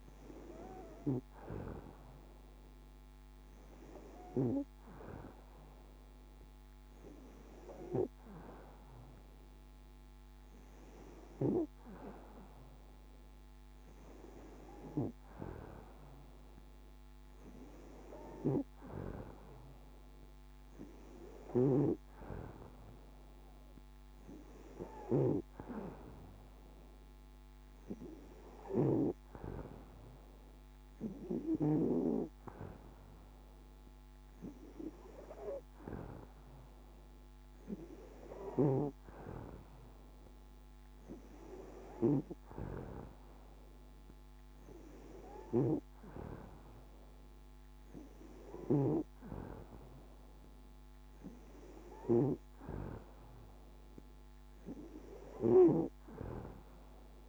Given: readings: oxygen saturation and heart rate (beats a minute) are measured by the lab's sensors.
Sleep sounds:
breathing in sleep by a microphone on the trachea; none
none scored
From the record:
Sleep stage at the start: N2 (light sleep); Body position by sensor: on the back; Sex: female

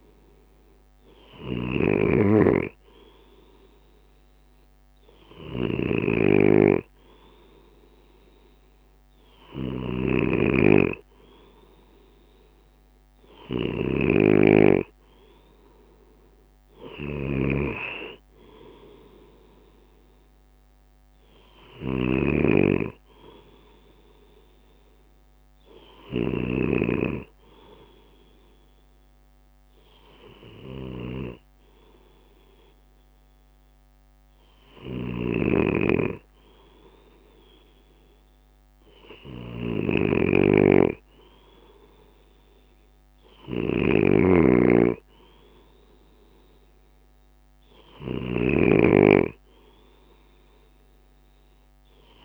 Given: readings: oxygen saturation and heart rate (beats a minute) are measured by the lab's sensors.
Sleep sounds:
breathing in sleep by a microphone on the trachea; none
42.00-51.00 s: drop in pulse transit time (device-marked, heart rate 58 before, 60 extreme)
43.50-48.50 s: snoring (device-marked)
From the record:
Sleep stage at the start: N2 (light sleep); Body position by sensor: on the left side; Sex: male

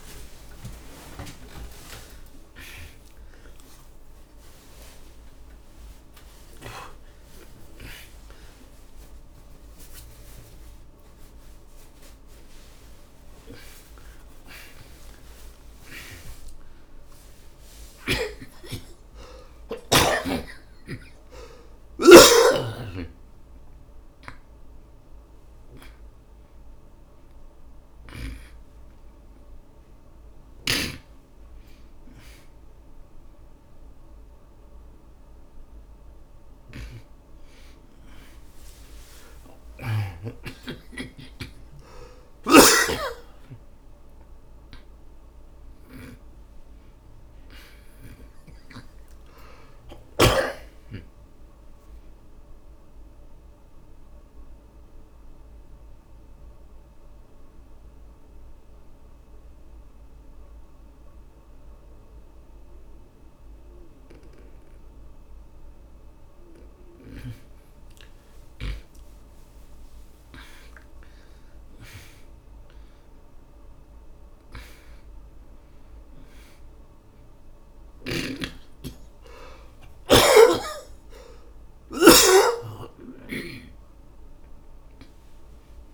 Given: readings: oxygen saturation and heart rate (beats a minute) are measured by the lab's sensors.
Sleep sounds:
a person awake in a sleep study, by a room microphone; 1
0.00-8.50 s: oxygen desaturation (device-marked, oxygen 85% lowest)
18.00-28.50 s: snoring (device-marked)
21.50-35.50 s: oxygen desaturation (device-marked, oxygen 97% before, 94% lowest, heart rate 56 before, 59 extreme)
48.50-61.50 s: oxygen desaturation (device-marked, oxygen 97% before, 93% lowest, heart rate 67 before, 49 extreme)
52.50-85.94 s: new sleep stage, N1 (lightest sleep)
53.00-68.50 s: obstructive apnea (oxygen 97% before, 84% lowest, heart rate 67 before, 49 extreme, up 19 after)
69.50-73.50 s: arousal
75.50-85.94 s: oxygen desaturation (device-marked, oxygen 97% before, 89% lowest, heart rate 58 before, 53 extreme)
78.00-85.94 s: snoring (device-marked)
From the record:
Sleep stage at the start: awake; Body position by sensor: on the back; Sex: male

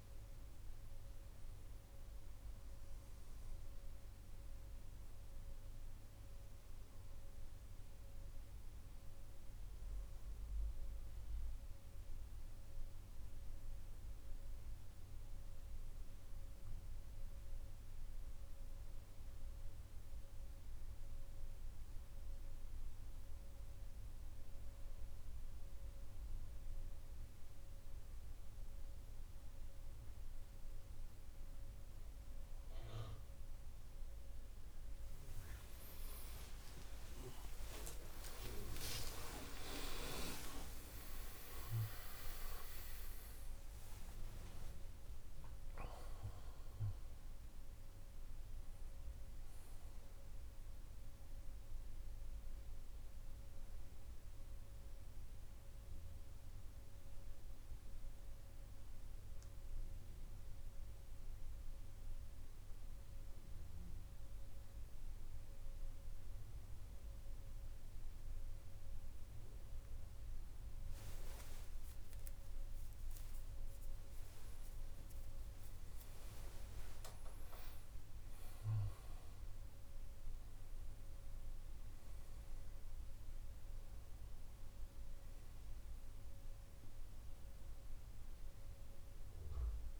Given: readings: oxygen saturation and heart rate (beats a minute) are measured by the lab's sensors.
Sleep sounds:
breathing in sleep by a room microphone; 2
13.50-25.00 s: mixed apnea (oxygen 97% before, 93% lowest, heart rate 159 before, 35 extreme)
22.00-82.00 s: new sleep stage, N1 (lightest sleep)
35.50-41.00 s: arousal
59.50-71.00 s: central apnea (oxygen 97% before, 93% lowest, heart rate 64 before, 61 extreme)
72.50-77.00 s: arousal
82.00-89.99 s: new sleep stage, N2 (light sleep)
From the record:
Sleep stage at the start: N2 (light sleep); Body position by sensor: on the right side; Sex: male

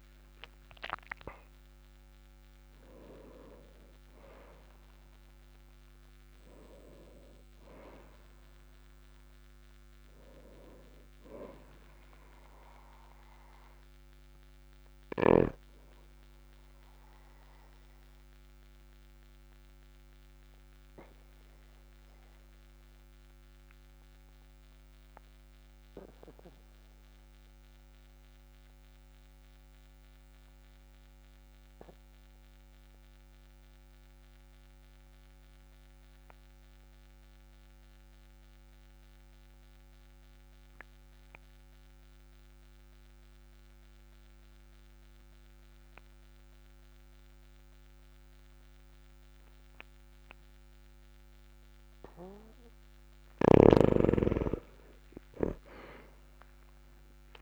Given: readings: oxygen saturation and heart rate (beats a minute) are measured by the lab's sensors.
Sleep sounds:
breathing in sleep by a microphone on the trachea; 1
0.00-2.50 s: arousal
17.00-51.50 s: obstructive apnea (oxygen 99% before, 92% lowest, heart rate 51 before, 40 extreme, up 5 after)
56.00-57.42 s: arousal
From the record:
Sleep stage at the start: N2 (light sleep); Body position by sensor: on the back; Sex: male

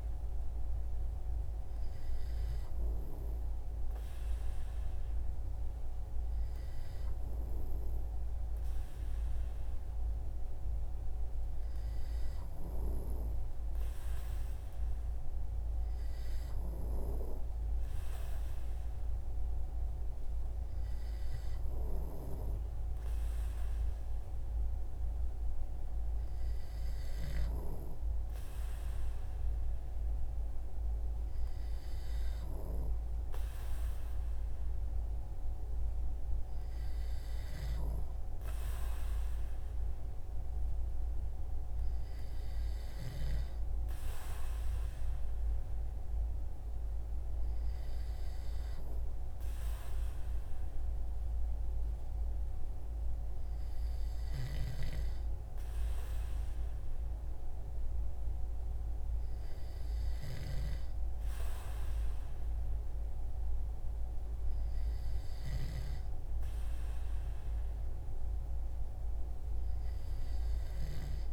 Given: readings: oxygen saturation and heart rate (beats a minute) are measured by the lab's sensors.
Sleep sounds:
breathing in sleep by a room microphone; none
none scored
From the record:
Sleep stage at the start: N2 (light sleep); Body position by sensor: on the right side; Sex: male

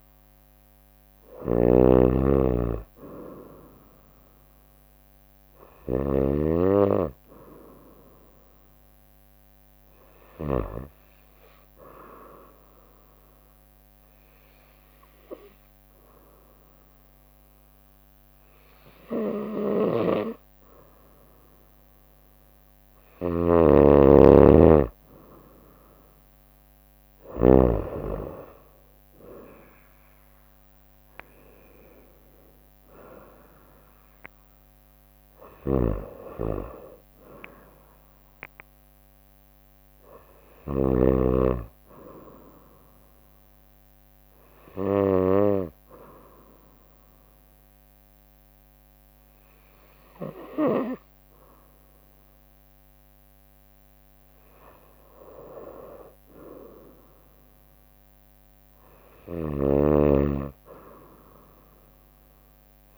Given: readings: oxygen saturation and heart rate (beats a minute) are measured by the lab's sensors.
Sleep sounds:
breathing in sleep by a microphone on the trachea; 2
0.00-10.50 s: snoring (device-marked)
12.00-24.50 s: obstructive apnea (oxygen 95% before, 93% lowest, heart rate 66 before, 61 extreme, up 4 after)
19.50-27.50 s: snoring (device-marked)
26.00-29.50 s: arousal
27.50-40.50 s: drop in pulse transit time (device-marked, heart rate 64 before, 64 extreme)
35.50-51.00 s: snoring (device-marked)
45.00-55.00 s: obstructive apnea (oxygen 96% before, 93% lowest, heart rate 66 before, 61 extreme, up 4 after)
56.50-59.50 s: arousal
56.50-62.98 s: drop in pulse transit time (device-marked, heart rate 63 before, 64 extreme)
59.00-62.98 s: snoring (device-marked)
From the record:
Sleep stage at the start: N2 (light sleep); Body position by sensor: on the right side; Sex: female

